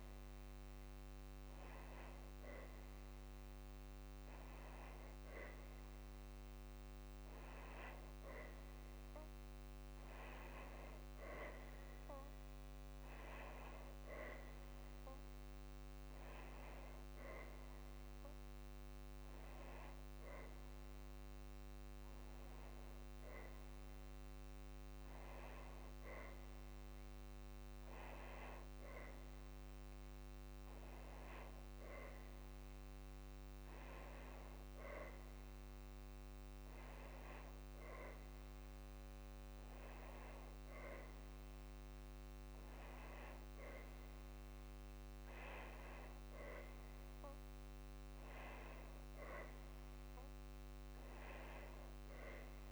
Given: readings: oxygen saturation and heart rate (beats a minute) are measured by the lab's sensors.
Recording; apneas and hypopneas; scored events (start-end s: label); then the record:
a person awake in a sleep study, by a microphone on the trachea; none
none scored
From the record:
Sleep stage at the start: awake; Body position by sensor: on the back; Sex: female